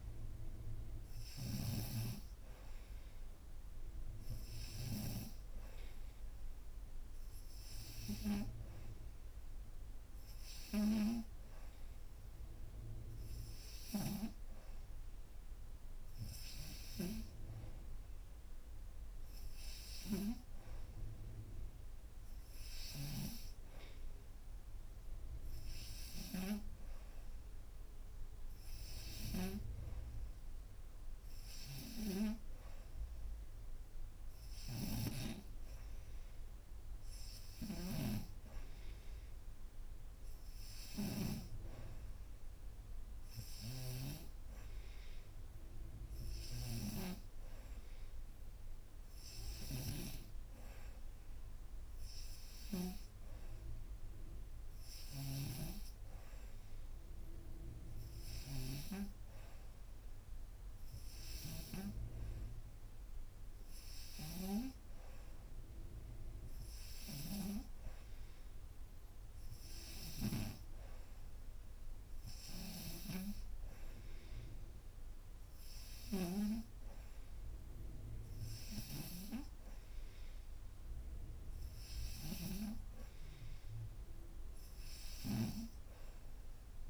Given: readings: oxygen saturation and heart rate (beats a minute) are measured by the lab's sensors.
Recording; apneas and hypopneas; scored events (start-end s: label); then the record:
breathing in sleep by a room microphone; none
0.00-1.50 s: snoring (device-marked)
34.50-41.00 s: snoring (device-marked)
From the record:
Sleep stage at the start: N2 (light sleep); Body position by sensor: upright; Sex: female